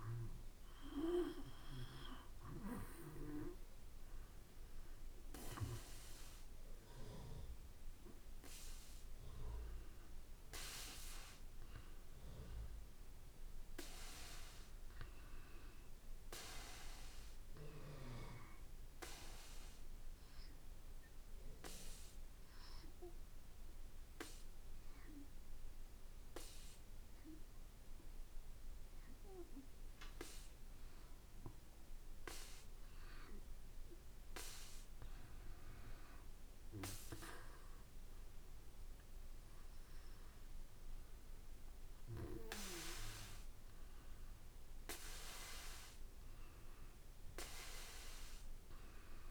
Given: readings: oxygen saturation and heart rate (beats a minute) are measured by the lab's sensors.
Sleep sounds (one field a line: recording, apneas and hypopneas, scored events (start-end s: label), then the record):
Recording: breathing in sleep by a room microphone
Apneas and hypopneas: 1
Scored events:
0.00-2.50 s: oxygen desaturation (device-marked, oxygen 91% lowest, heart rate 56 extreme)
19.50-33.50 s: obstructive apnea (oxygen 93% before, 90% lowest, heart rate 58 before, 55 extreme, up 5 after)
36.50-49.31 s: drop in pulse transit time (device-marked, heart rate 57 before, 57 extreme)
37.00-41.50 s: arousal
37.50-49.31 s: oxygen desaturation (device-marked, oxygen 94% before, 90% lowest, heart rate 57 before, 55 extreme)
From the record:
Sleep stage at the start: N2 (light sleep)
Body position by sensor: on the back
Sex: male